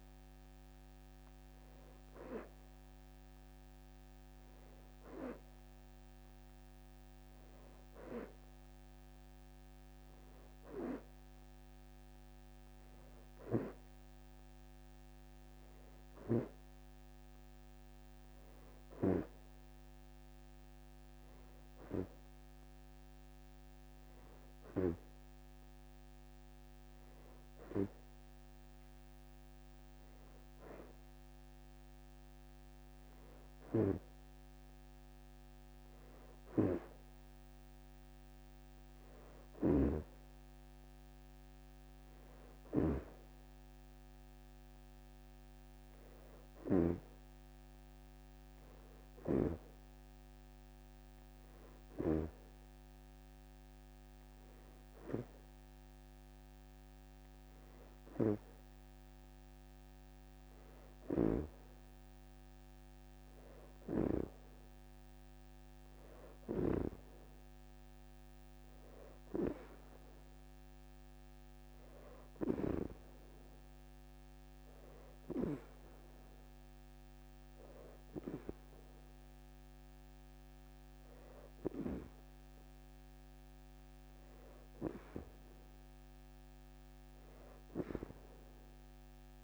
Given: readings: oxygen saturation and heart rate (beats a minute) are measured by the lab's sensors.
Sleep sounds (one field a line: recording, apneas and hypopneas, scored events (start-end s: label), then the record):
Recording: breathing in sleep by a microphone on the trachea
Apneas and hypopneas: none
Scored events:
43.00-45.50 s: leg movement (device-marked)
51.00-89.44 s: new sleep stage, N2 (light sleep)
68.00-70.50 s: leg movement (device-marked)
71.50-72.50 s: leg movement (device-marked)
73.50-76.00 s: leg movement (device-marked)
From the record:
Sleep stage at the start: N1 (lightest sleep)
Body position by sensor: on the right side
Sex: female